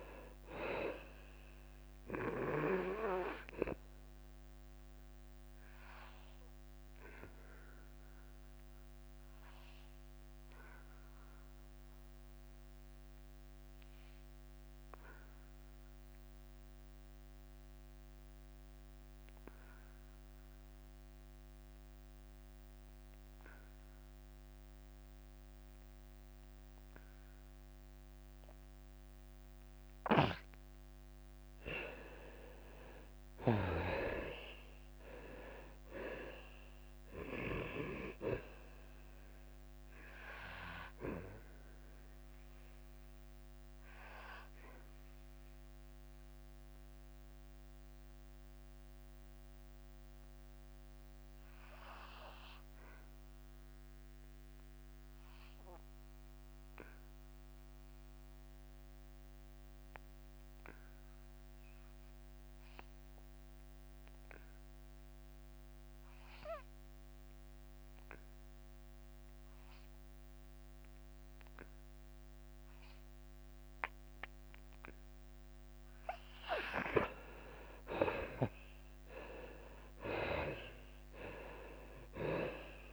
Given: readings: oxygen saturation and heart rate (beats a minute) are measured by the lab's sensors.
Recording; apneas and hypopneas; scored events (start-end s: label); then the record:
breathing in sleep by a microphone on the trachea; 2
0.00-1.00 s: arousal
0.00-10.50 s: drop in pulse transit time (device-marked, heart rate 91 extreme)
0.00-25.50 s: oxygen desaturation (device-marked, oxygen 77% lowest, heart rate 86 extreme)
4.50-32.00 s: obstructive apnea (oxygen 98% before, 77% lowest, heart rate 90 before, 86 extreme, up 7 after)
33.50-46.50 s: drop in pulse transit time (device-marked, heart rate 90 before, 87 extreme)
34.50-37.50 s: arousal
42.50-77.00 s: obstructive apnea (oxygen 97% before, 76% lowest, heart rate 89 before, 87 extreme, up 8 after)
52.50-62.50 s: oxygen desaturation (device-marked, oxygen 92% before, 83% lowest, heart rate 89 before, 88 extreme)
57.00-59.00 s: long interval between heartbeats (device-marked, heart rate 90 before, 90 extreme)
76.50-82.93 s: oxygen desaturation (device-marked, oxygen 95% before, 76% lowest, heart rate 90 before, 89 extreme)
77.50-82.93 s: drop in pulse transit time (device-marked, heart rate 89 before, 91 extreme)
79.00-82.93 s: arousal
From the record:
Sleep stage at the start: N2 (light sleep); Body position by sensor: on the back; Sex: male